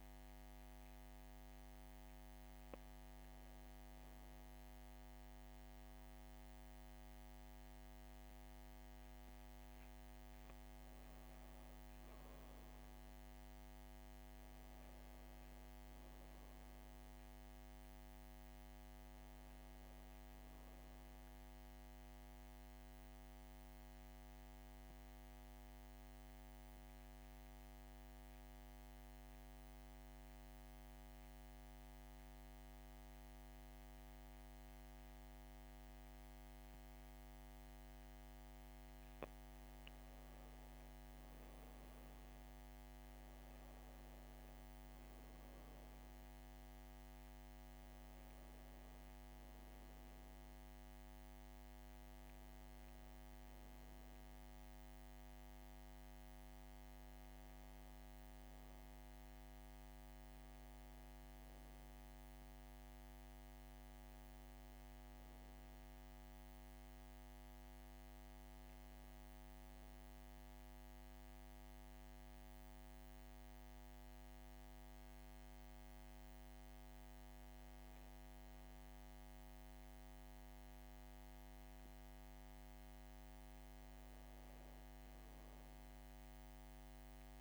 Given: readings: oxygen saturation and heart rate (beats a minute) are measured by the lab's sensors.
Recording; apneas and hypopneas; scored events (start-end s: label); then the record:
breathing in sleep, hard to hear, by a microphone on the trachea; 2
11.50-41.50 s: new sleep stage, N2 (light sleep)
12.00-16.00 s: arousal
21.00-38.00 s: central apnea (oxygen 99% before, 94% lowest, heart rate 65 before, 61 extreme, up 6 after)
40.00-43.00 s: arousal
41.50-87.41 s: new sleep stage, N1 (lightest sleep)
42.50-65.50 s: oxygen desaturation (device-marked, oxygen 98% before, 94% lowest, heart rate 62 before, 63 extreme)
69.50-82.00 s: hypopnea (oxygen 98% before, 95% lowest, heart rate 64 before, 64 extreme, up 2 after)
83.50-87.00 s: arousal
From the record:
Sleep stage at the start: N1 (lightest sleep); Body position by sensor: on the back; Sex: female